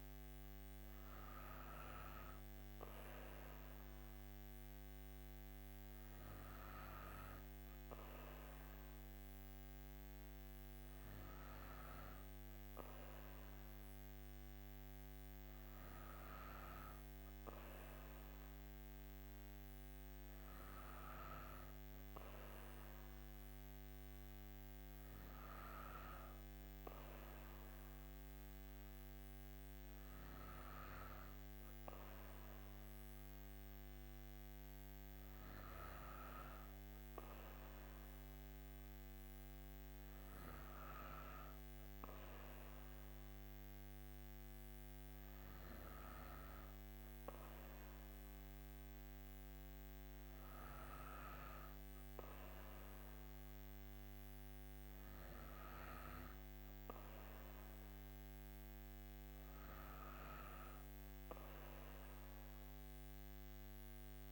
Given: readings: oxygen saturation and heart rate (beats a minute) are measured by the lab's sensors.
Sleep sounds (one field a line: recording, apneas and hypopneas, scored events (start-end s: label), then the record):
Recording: breathing in sleep by a microphone on the trachea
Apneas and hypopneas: none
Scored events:
none scored
From the record:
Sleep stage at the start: N2 (light sleep)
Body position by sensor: on the right side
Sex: female